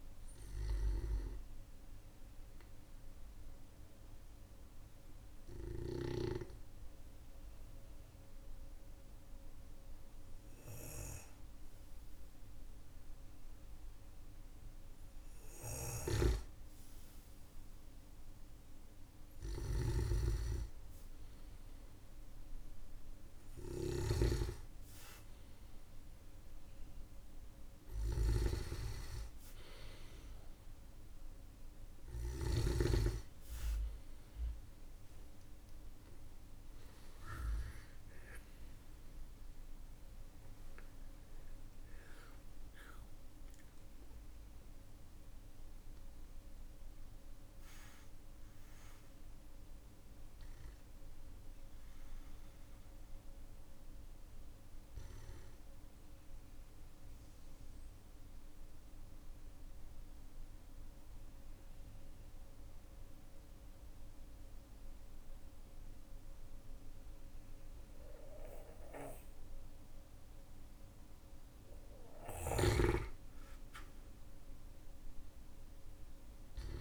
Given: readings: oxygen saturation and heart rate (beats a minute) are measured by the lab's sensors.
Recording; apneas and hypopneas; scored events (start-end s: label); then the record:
breathing in sleep by a room microphone; 2
2.50-15.50 s: obstructive apnea (oxygen 97% before, 94% lowest, heart rate 53 before, 45 extreme, up 5 after)
17.50-21.50 s: arousal
19.00-32.00 s: snoring (device-marked)
25.50-63.50 s: oxygen desaturation (device-marked, oxygen 98% before, 94% lowest, heart rate 51 before, 46 extreme)
47.00-51.00 s: arousal
56.50-71.50 s: obstructive apnea (oxygen 96% before, 93% lowest, heart rate 62 before, 44 extreme, up 9 after)
From the record:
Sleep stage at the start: N2 (light sleep); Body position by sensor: on the back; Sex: male